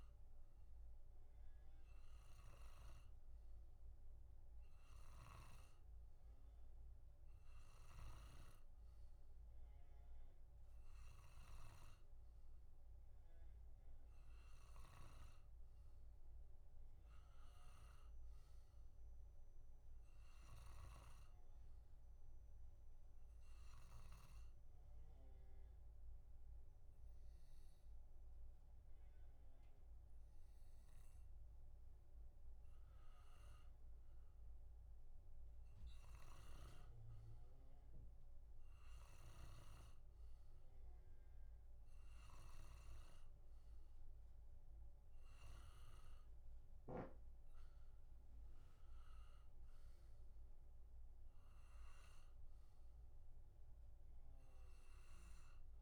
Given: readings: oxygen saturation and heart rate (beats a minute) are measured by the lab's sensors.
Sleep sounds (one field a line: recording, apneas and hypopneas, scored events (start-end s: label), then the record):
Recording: breathing in sleep by a room microphone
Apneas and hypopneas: none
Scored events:
none scored
From the record:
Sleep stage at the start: N2 (light sleep)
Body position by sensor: on the back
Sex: male